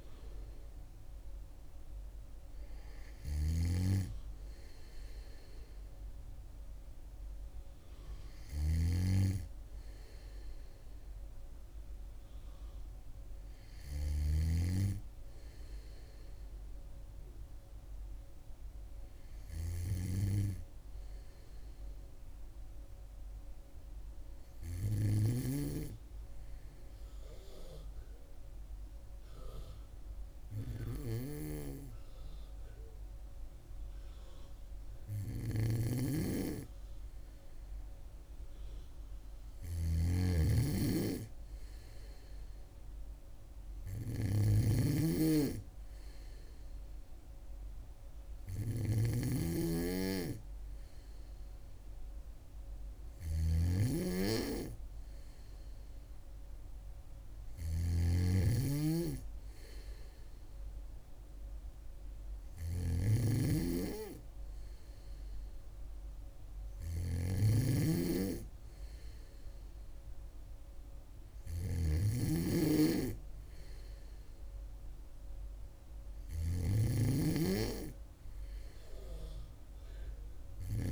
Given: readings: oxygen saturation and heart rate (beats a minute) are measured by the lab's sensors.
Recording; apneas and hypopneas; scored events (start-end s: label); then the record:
breathing in sleep by a room microphone; none
0.00-14.50 s: snoring (device-marked)
35.00-80.92 s: snoring (device-marked)
From the record:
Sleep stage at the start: N2 (light sleep); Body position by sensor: on the back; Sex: female